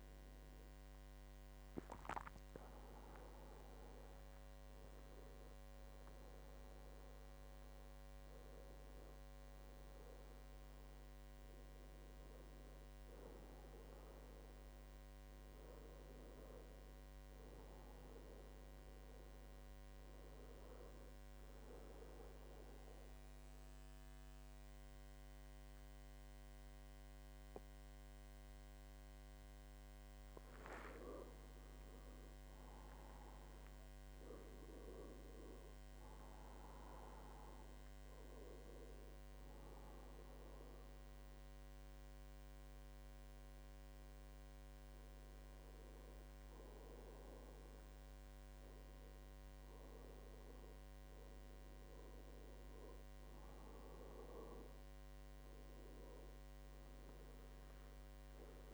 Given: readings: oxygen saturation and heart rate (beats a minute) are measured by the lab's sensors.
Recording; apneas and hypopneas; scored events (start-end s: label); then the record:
breathing in sleep by a microphone on the trachea; 2
0.00-12.00 s: oxygen desaturation (device-marked, oxygen 92% lowest, heart rate 67 extreme)
21.50-31.50 s: central apnea (oxygen 98% before, 95% lowest, heart rate 76 before, 67 extreme, up 12 after)
34.50-38.00 s: arousal
40.00-50.50 s: hypopnea (oxygen 98% before, 92% lowest, heart rate 72 before, 70 extreme, up 3 after)
48.50-50.50 s: long interval between heartbeats (device-marked, heart rate 74 before, 72 extreme)
52.00-56.00 s: arousal
From the record:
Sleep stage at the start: N2 (light sleep); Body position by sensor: on the back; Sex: male